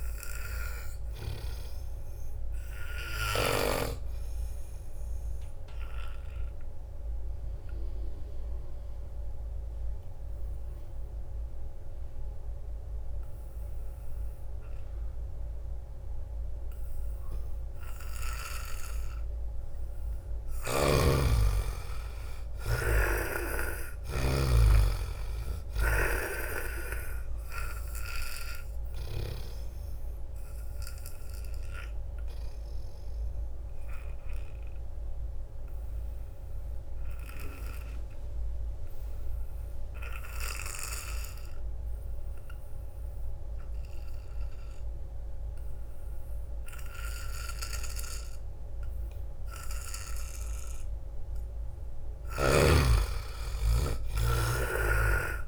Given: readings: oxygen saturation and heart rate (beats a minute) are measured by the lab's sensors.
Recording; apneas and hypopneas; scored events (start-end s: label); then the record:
breathing in sleep by a room microphone; 2
0.00-15.00 s: oxygen desaturation (device-marked, oxygen 81% lowest)
1.50-19.50 s: obstructive apnea (oxygen 96% before, 80% lowest)
19.00-21.00 s: long interval between heartbeats (device-marked)
20.50-24.50 s: snoring (device-marked)
22.00-25.00 s: arousal
24.00-40.00 s: oxygen desaturation (device-marked, oxygen 97% before, 85% lowest)
30.00-51.00 s: obstructive apnea (oxygen 97% before, 80% lowest)
43.50-45.50 s: long interval between heartbeats (device-marked)
51.00-55.48 s: oxygen desaturation (device-marked, oxygen 97% before, 80% lowest)
52.50-55.48 s: arousal
From the record:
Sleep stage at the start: N2 (light sleep); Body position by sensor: on the back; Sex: male